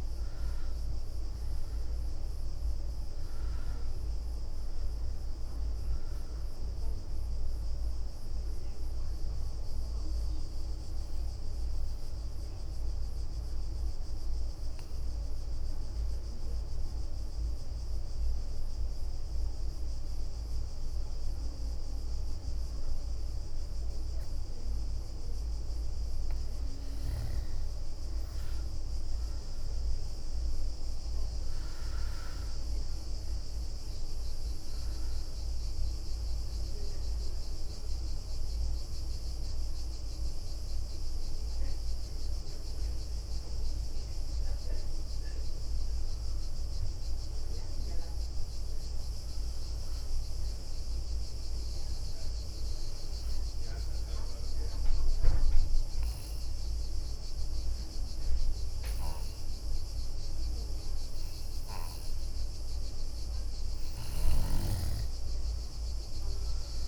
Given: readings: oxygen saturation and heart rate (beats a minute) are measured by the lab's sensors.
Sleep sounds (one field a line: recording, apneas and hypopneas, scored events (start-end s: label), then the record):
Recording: breathing in sleep, hard to hear, by a room microphone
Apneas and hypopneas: 2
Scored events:
0.00-4.00 s: arousal
7.00-19.00 s: bradycardia (device-marked, heart rate 65 before, 53 extreme)
7.00-20.00 s: oxygen desaturation (device-marked, oxygen 98% before, 92% lowest, heart rate 64 before, 53 extreme)
8.00-24.50 s: obstructive apnea (oxygen 98% before, 90% lowest, heart rate 64 before, 53 extreme, up 17 after)
9.50-15.00 s: leg movement (device-marked)
28.50-33.00 s: arousal
32.00-51.00 s: oxygen desaturation (device-marked, oxygen 98% before, 90% lowest, heart rate 60 before, 60 extreme)
36.50-52.50 s: obstructive apnea (oxygen 98% before, 90% lowest, heart rate 64 before, 60 extreme, up 4 after)
54.50-58.00 s: arousal
From the record:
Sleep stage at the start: N2 (light sleep)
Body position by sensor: on the back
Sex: female